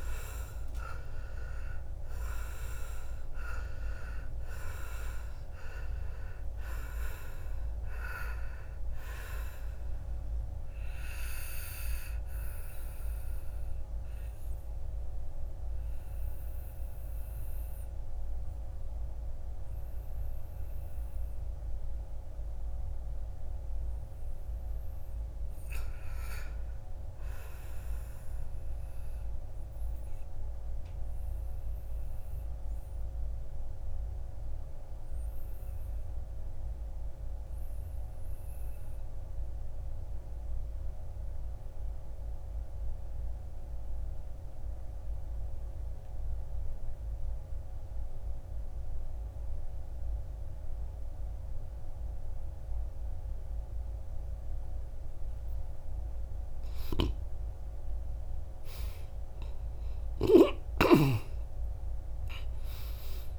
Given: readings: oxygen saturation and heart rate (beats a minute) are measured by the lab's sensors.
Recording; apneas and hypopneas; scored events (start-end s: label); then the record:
breathing in sleep by a room microphone; 1
0.00-3.50 s: arousal
0.00-26.50 s: oxygen desaturation (device-marked, oxygen 76% lowest, heart rate 48 extreme)
25.00-27.00 s: long interval between heartbeats (device-marked, heart rate 63 before, 55 extreme)
26.00-29.00 s: arousal
31.00-56.00 s: obstructive apnea (oxygen 100% before, 78% lowest, heart rate 57 before, 55 extreme, up 15 after)
43.50-48.50 s: oxygen desaturation (device-marked, oxygen 98% before, 94% lowest, heart rate 54 before, 61 extreme)
53.50-63.39 s: oxygen desaturation (device-marked, oxygen 95% before, 78% lowest, heart rate 58 before, 46 extreme)
57.50-61.50 s: arousal
From the record:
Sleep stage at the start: N2 (light sleep); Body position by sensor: on the back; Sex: male